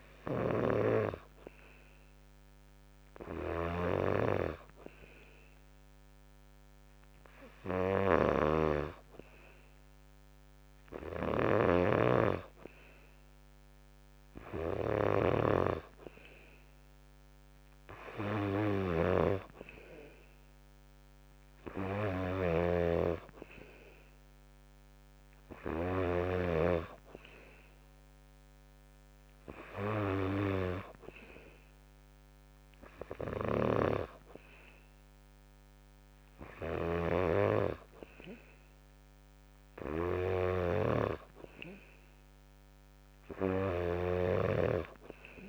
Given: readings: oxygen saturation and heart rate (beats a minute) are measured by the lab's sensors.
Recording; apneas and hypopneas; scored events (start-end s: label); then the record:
breathing in sleep by a microphone on the trachea; none
0.00-26.50 s: snoring (device-marked)
33.00-45.49 s: snoring (device-marked)
From the record:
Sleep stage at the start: N2 (light sleep); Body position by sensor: on the back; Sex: male